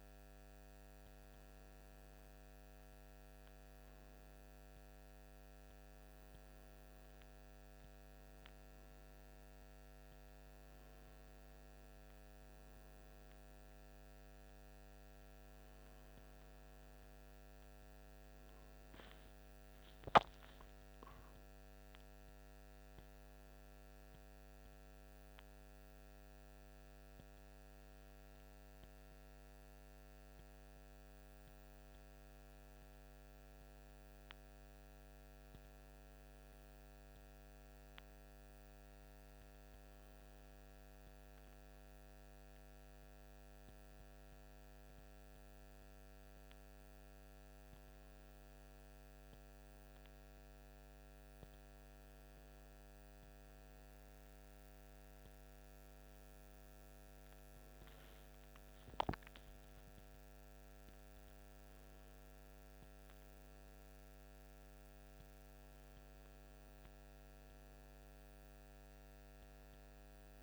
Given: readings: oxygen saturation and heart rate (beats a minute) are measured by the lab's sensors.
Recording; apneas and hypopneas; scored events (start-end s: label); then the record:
a person awake in a sleep study, hard to hear, by a microphone on the trachea; none
none scored
From the record:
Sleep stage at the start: awake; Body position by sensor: on the right side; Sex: male